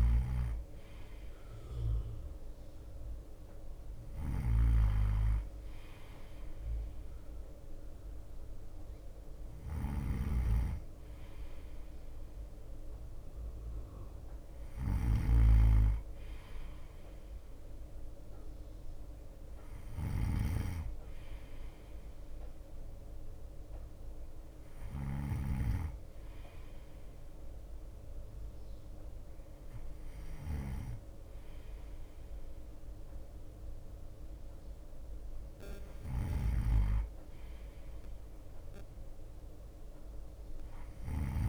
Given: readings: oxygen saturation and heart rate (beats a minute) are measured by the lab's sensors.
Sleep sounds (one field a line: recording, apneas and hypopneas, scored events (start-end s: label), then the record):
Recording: breathing in sleep by a room microphone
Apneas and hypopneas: none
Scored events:
0.00-41.49 s: bradycardia (device-marked, heart rate 54 extreme)
0.00-41.49 s: snoring (device-marked)
From the record:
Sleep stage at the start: N2 (light sleep)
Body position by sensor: on the right side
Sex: male